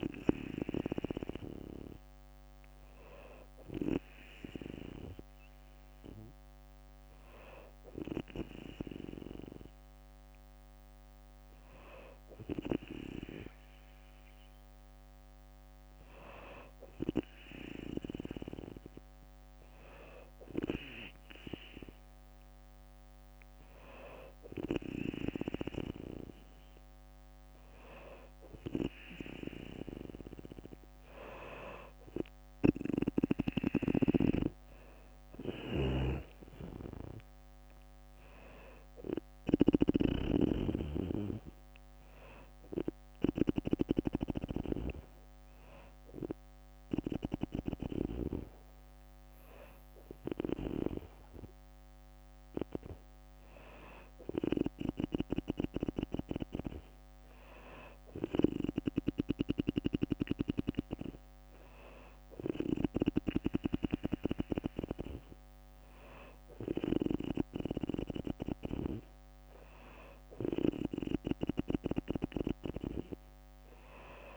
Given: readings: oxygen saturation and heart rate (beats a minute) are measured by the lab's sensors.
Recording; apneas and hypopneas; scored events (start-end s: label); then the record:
breathing in sleep by a microphone on the trachea; none
31.00-44.00 s: drop in pulse transit time (device-marked, heart rate 63 before, 63 extreme)
33.00-39.50 s: snoring (device-marked)
59.00-63.00 s: snoring (device-marked)
From the record:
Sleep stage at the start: N2 (light sleep); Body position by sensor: on the back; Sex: female